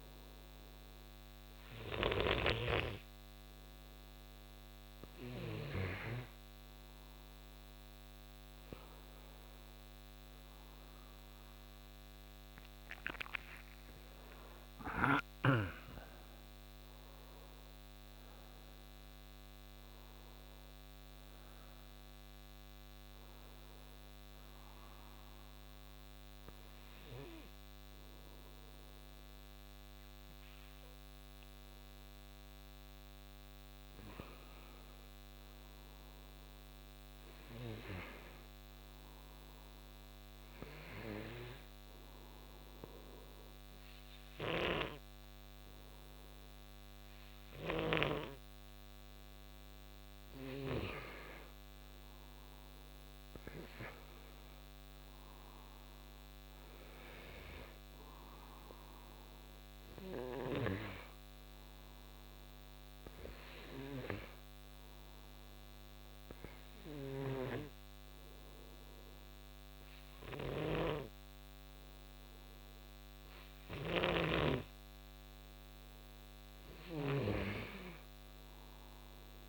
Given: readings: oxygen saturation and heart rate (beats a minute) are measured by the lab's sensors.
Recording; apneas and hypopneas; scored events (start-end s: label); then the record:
breathing in sleep by a microphone on the trachea; none
0.00-2.50 s: snoring (device-marked)
8.50-14.00 s: arousal
70.50-79.49 s: snoring (device-marked)
From the record:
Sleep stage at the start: N2 (light sleep); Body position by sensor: on the right side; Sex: male